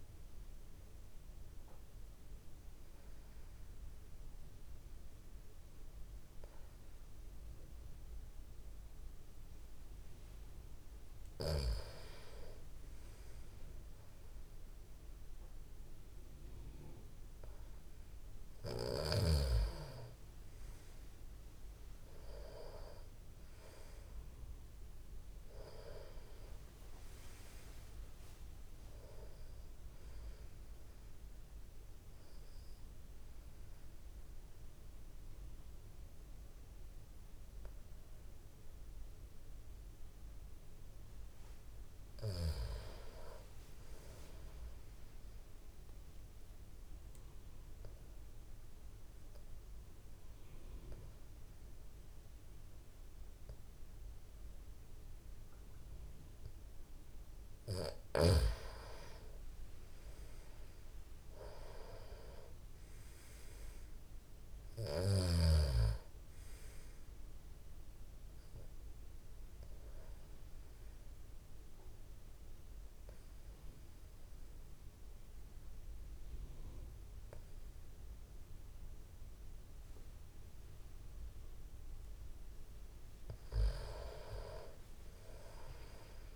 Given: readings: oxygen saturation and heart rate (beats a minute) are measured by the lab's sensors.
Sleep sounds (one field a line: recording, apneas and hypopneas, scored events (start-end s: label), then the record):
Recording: breathing in sleep by a room microphone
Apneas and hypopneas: 4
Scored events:
0.00-12.50 s: oxygen desaturation (device-marked, oxygen 90% lowest)
0.50-10.50 s: obstructive apnea (oxygen 96% before, 90% lowest)
13.00-16.00 s: arousal
31.00-41.00 s: obstructive apnea (oxygen 97% before, 91% lowest, heart rate 46 before, 53 extreme, up 19 after)
42.50-45.00 s: arousal
47.00-57.50 s: obstructive apnea (oxygen 97% before, 91% lowest, heart rate 51 before, 52 extreme, up 5 after)
54.50-64.50 s: oxygen desaturation (device-marked, oxygen 96% before, 93% lowest, heart rate 60 before, 52 extreme)
61.50-65.50 s: arousal
70.00-82.00 s: obstructive apnea (oxygen 96% before, 91% lowest, heart rate 59 before, 52 extreme, up 22 after)
73.50-81.50 s: oxygen desaturation (device-marked, oxygen 95% before, 91% lowest, heart rate 59 before, 52 extreme)
82.50-86.36 s: arousal
From the record:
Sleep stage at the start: N2 (light sleep)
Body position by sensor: on the back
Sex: male